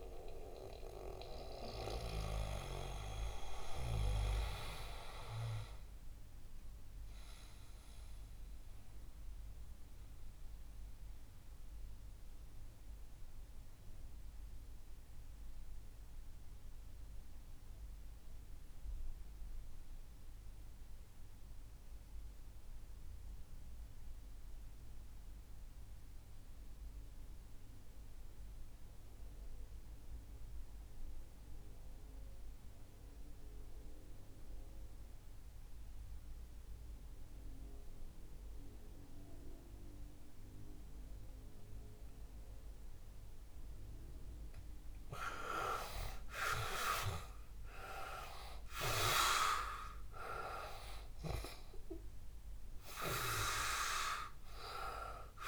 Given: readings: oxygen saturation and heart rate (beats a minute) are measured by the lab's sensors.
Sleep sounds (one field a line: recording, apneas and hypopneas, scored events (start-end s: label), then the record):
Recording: breathing in sleep by a room microphone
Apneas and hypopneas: 1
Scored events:
0.00-21.00 s: oxygen desaturation (device-marked, oxygen 79% lowest, heart rate 58 extreme)
0.50-4.00 s: snoring (device-marked)
6.50-43.50 s: mixed apnea (oxygen 93% before, 79% lowest, heart rate 70 before, 60 extreme, up 13 after)
41.00-55.48 s: oxygen desaturation (device-marked, oxygen 98% before, 81% lowest, heart rate 62 before, 57 extreme)
45.50-50.50 s: arousal
From the record:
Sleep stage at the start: REM sleep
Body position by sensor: on the back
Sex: male